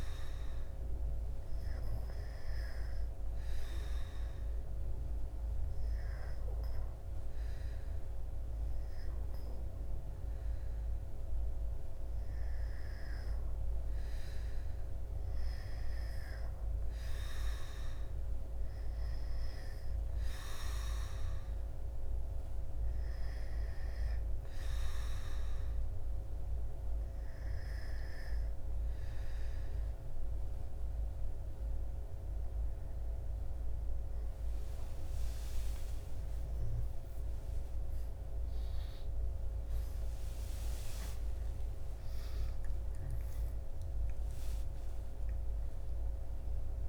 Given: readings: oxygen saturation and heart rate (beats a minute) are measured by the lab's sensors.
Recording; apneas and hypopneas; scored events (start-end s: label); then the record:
breathing in sleep, hard to hear, by a room microphone; 2
3.00-13.00 s: hypopnea (oxygen 97% before, 93% lowest, heart rate 76 before, 74 extreme, up 5 after)
14.00-17.50 s: arousal
23.50-34.00 s: hypopnea (oxygen 96% before, 93% lowest, heart rate 81 before, 72 extreme, up 17 after)
35.50-41.50 s: arousal
From the record:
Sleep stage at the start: N2 (light sleep); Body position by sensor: on the back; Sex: male